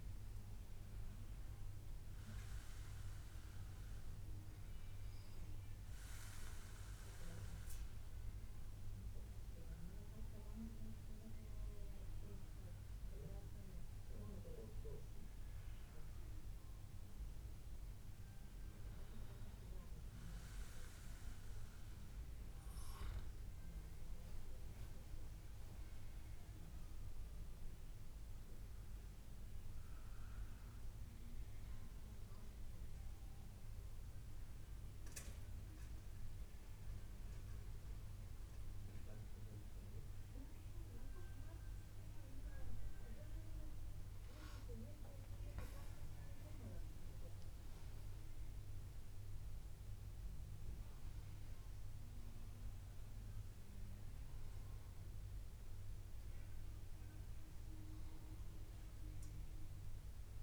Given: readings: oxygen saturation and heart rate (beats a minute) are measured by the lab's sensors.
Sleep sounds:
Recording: breathing in sleep by a room microphone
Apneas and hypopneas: 1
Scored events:
27.50-40.50 s: hypopnea (oxygen 96% before, 94% lowest, heart rate 141 before, 145 extreme, up 1 after)
43.00-47.50 s: arousal
From the record:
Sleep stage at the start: N2 (light sleep)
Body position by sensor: on the back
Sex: male

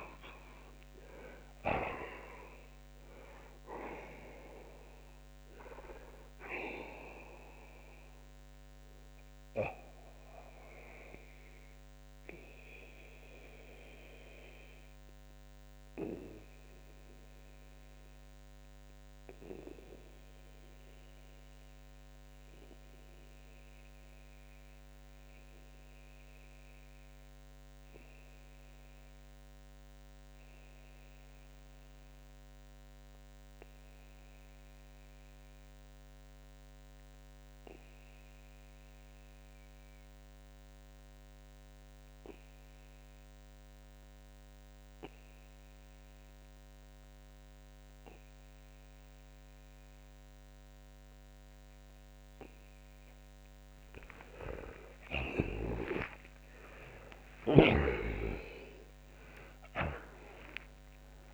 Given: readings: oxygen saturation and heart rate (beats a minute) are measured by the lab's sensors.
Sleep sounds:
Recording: breathing in sleep by a microphone on the trachea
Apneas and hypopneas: 1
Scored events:
0.00-17.50 s: oxygen desaturation (device-marked, oxygen 90% lowest)
10.00-52.00 s: mixed apnea (oxygen 95% before, 79% lowest)
31.50-49.50 s: oxygen desaturation (device-marked, oxygen 91% before, 79% lowest)
55.00-59.00 s: arousal
From the record:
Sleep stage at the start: REM sleep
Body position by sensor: on the back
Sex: male

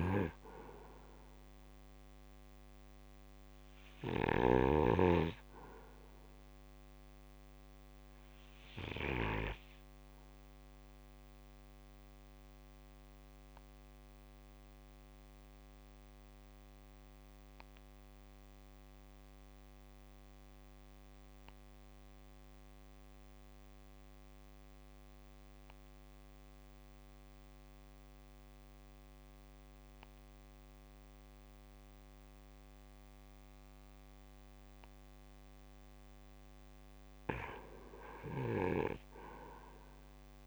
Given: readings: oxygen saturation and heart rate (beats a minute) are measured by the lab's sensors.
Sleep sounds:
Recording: breathing in sleep by a microphone on the trachea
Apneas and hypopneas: 1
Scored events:
0.00-9.00 s: snoring (device-marked)
0.00-11.50 s: oxygen desaturation (device-marked, oxygen 89% lowest, heart rate 65 extreme)
10.00-35.00 s: obstructive apnea (oxygen 97% before, 74% lowest, heart rate 66 before, 68 extreme, up 1 after)
34.50-40.47 s: oxygen desaturation (device-marked, oxygen 90% before, 74% lowest, heart rate 68 before, 69 extreme)
38.00-40.47 s: arousal
From the record:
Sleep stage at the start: N2 (light sleep)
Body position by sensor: on the back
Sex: male

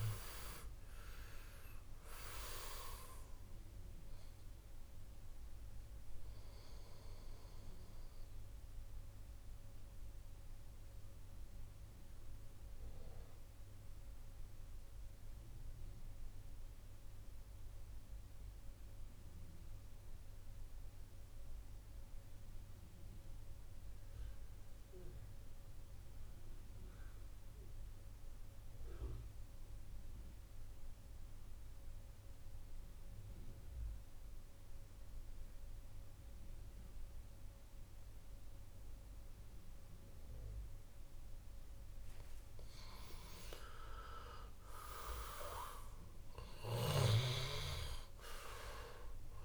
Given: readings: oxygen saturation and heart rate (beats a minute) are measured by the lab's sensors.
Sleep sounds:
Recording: breathing in sleep by a room microphone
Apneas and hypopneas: 1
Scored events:
0.00-25.50 s: oxygen desaturation (device-marked, oxygen 84% lowest, heart rate 61 extreme)
6.50-43.00 s: mixed apnea (oxygen 96% before, 84% lowest, heart rate 70 before, 59 extreme, up 13 after)
38.50-49.44 s: oxygen desaturation (device-marked, oxygen 99% before, 88% lowest, heart rate 64 before, 59 extreme)
44.00-48.50 s: arousal
From the record:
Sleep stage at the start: N2 (light sleep)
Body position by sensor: on the back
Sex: male

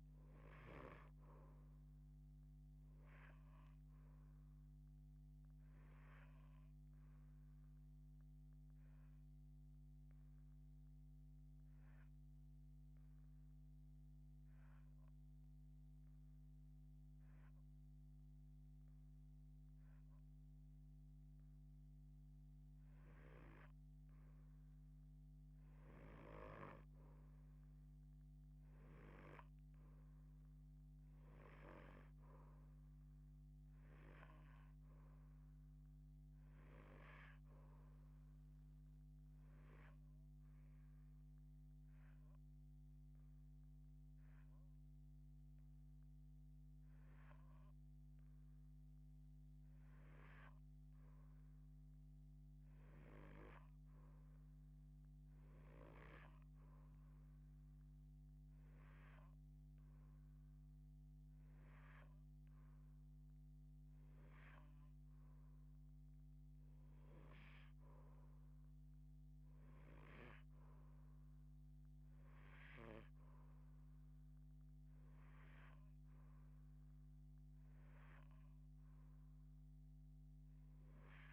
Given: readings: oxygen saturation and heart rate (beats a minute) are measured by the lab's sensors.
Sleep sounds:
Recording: breathing in sleep by a microphone on the trachea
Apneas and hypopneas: 2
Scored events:
0.00-21.50 s: oxygen desaturation (device-marked, oxygen 78% lowest, heart rate 47 extreme)
8.00-20.00 s: hypopnea (oxygen 86% before, 78% lowest, heart rate 109 before, 47 extreme, up 4 after)
25.00-29.50 s: arousal
30.50-49.50 s: oxygen desaturation (device-marked, oxygen 90% before, 80% lowest, heart rate 123 before, 67 extreme)
39.00-49.00 s: hypopnea (oxygen 90% before, 80% lowest, heart rate 120 before, 67 extreme, up 39 after)
53.00-58.00 s: arousal
59.50-73.50 s: oxygen desaturation (device-marked, oxygen 88% before, 84% lowest, heart rate 101 before, 47 extreme)
From the record:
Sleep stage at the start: REM sleep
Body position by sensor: on the left side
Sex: female

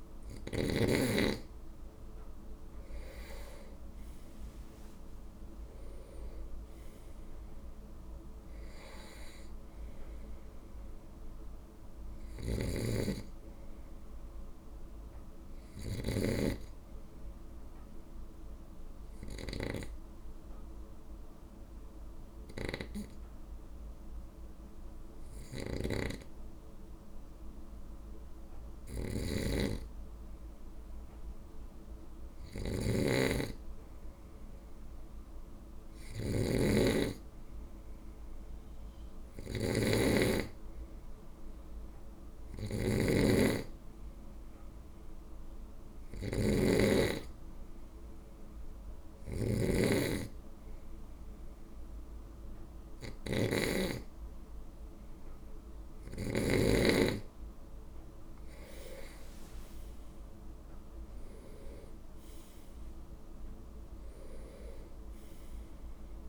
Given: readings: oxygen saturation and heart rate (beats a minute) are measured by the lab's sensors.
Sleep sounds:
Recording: breathing in sleep by a room microphone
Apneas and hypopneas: 2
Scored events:
10.00-13.50 s: arousal
12.00-56.00 s: snoring (device-marked)
17.00-29.50 s: obstructive apnea (oxygen 98% before, 95% lowest, heart rate 54 before, 50 extreme, up 2 after)
34.50-38.50 s: arousal
44.50-55.50 s: hypopnea (oxygen 98% before, 95% lowest, heart rate 52 before, 51 extreme, up 8 after)
59.00-62.00 s: arousal
From the record:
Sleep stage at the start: N2 (light sleep)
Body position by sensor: on the right side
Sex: male

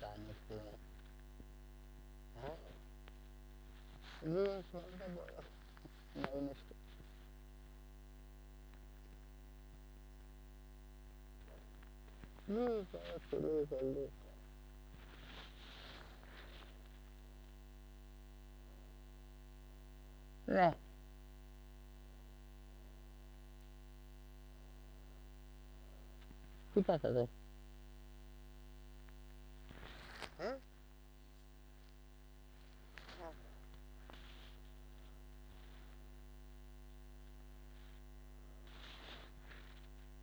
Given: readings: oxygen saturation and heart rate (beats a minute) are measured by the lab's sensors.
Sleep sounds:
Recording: breathing in sleep by a microphone on the trachea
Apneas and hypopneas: none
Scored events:
none scored
From the record:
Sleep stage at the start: N1 (lightest sleep)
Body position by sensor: on the right side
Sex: female

